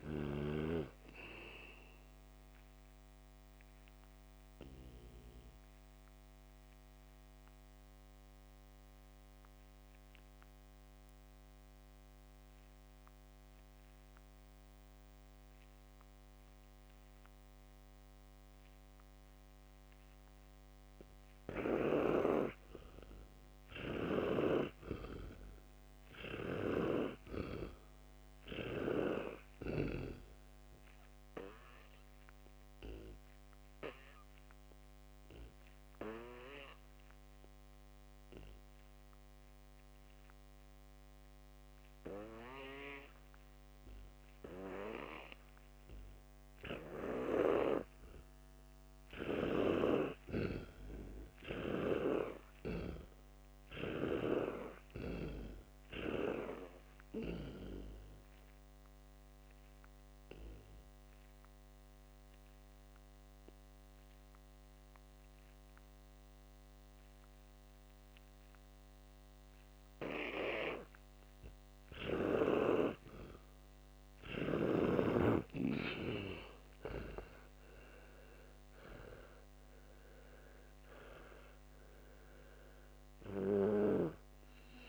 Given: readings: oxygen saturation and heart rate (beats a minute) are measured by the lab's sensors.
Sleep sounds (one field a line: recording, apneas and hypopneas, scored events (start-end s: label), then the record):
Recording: breathing in sleep by a microphone on the trachea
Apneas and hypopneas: 3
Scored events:
5.00-21.50 s: obstructive apnea (oxygen 98% before, 82% lowest, heart rate 68 before, 60 extreme, up 27 after)
7.00-10.00 s: oxygen desaturation (device-marked, oxygen 98% before, 94% lowest, heart rate 69 before, 61 extreme)
18.00-30.00 s: oxygen desaturation (device-marked, oxygen 95% before, 90% lowest, heart rate 69 before, 60 extreme)
25.00-29.00 s: arousal
33.50-47.50 s: obstructive apnea (oxygen 98% before, 82% lowest, heart rate 71 before, 60 extreme, up 16 after)
43.00-54.00 s: oxygen desaturation (device-marked, oxygen 95% before, 87% lowest, heart rate 74 before, 60 extreme)
50.50-54.50 s: arousal
56.00-78.00 s: oxygen desaturation (device-marked, oxygen 97% before, 82% lowest, heart rate 65 before, 60 extreme)
58.50-74.00 s: obstructive apnea (oxygen 97% before, 82% lowest, heart rate 67 before, 60 extreme, up 53 after)
78.50-82.50 s: arousal
From the record:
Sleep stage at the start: N2 (light sleep)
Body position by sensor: on the back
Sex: male